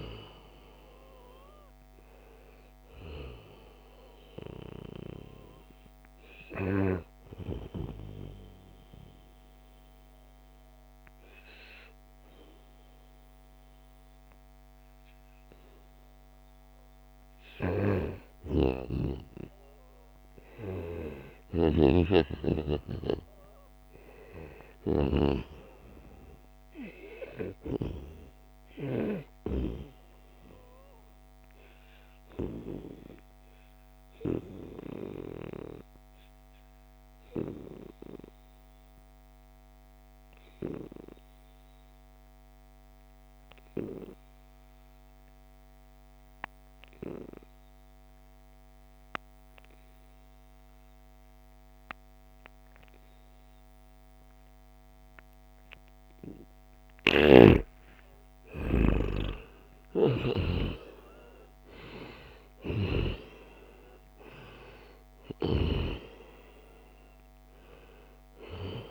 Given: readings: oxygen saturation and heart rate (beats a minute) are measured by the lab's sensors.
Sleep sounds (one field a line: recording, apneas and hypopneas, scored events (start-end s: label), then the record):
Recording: breathing in sleep by a microphone on the trachea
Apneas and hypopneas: 2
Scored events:
0.00-12.50 s: oxygen desaturation (device-marked, oxygen 87% lowest, heart rate 70 extreme)
7.50-17.50 s: mixed apnea (oxygen 96% before, 89% lowest, heart rate 81 before, 74 extreme, up 5 after)
19.50-25.50 s: arousal
21.00-25.00 s: snoring (device-marked)
32.00-56.50 s: obstructive apnea (oxygen 97% before, 89% lowest, heart rate 78 before, 69 extreme, up 6 after)
45.50-68.90 s: oxygen desaturation (device-marked, oxygen 96% before, 89% lowest, heart rate 78 before, 69 extreme)
58.00-62.50 s: arousal
From the record:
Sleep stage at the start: N2 (light sleep)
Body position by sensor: on the right side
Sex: male